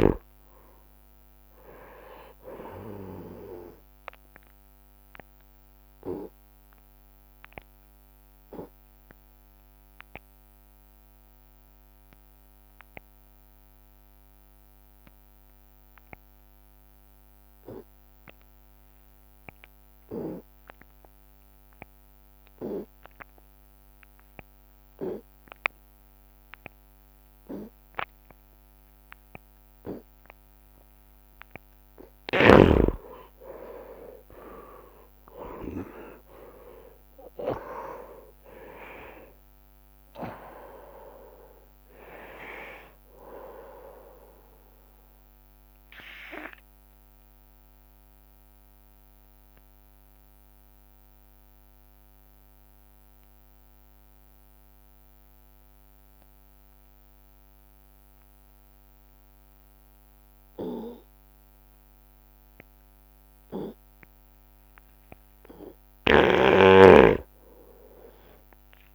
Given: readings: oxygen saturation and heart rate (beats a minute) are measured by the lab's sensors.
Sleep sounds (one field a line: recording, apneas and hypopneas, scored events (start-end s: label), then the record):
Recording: breathing in sleep by a microphone on the trachea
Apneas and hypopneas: 2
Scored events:
6.50-31.00 s: obstructive apnea (oxygen 99% before, 89% lowest)
13.50-26.50 s: oxygen desaturation (device-marked, oxygen 95% before, 90% lowest)
33.00-37.50 s: arousal
47.50-59.50 s: obstructive apnea (oxygen 98% before, 86% lowest)
52.50-65.50 s: oxygen desaturation (device-marked, oxygen 95% before, 89% lowest)
65.50-68.95 s: arousal
From the record:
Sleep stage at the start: N2 (light sleep)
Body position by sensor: on the right side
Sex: male